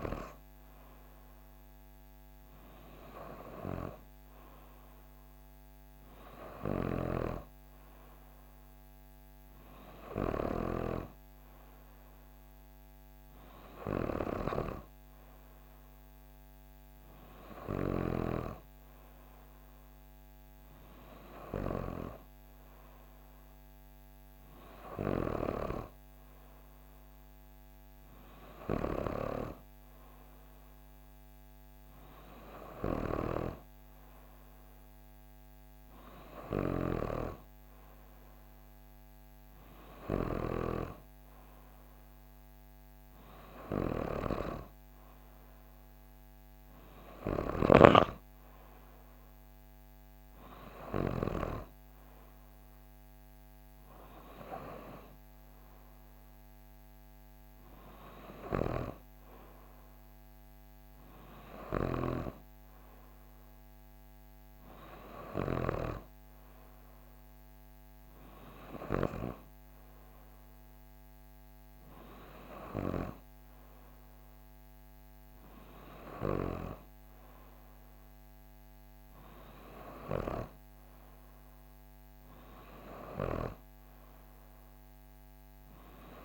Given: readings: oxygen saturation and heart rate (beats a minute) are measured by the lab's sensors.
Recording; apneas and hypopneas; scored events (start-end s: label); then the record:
breathing in sleep by a microphone on the trachea; none
none scored
From the record:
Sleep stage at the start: N3 (deep sleep); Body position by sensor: on the back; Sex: female